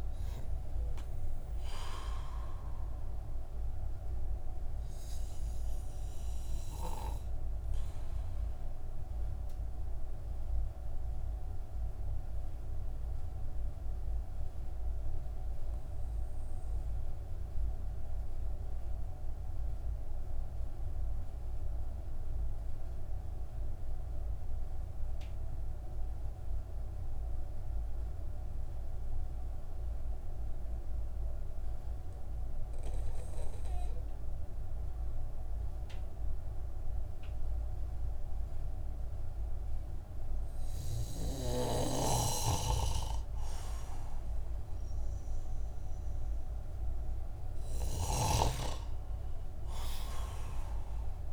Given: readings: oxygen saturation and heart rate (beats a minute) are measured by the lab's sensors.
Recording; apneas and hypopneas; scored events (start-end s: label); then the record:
breathing in sleep by a room microphone; 1
0.00-18.00 s: oxygen desaturation (device-marked, oxygen 91% lowest)
2.50-42.00 s: mixed apnea (oxygen 97% before, 91% lowest)
36.00-38.00 s: oxygen desaturation (device-marked, oxygen 98% before, 96% lowest)
43.50-47.00 s: arousal
From the record:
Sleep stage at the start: N2 (light sleep); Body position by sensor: on the back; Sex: male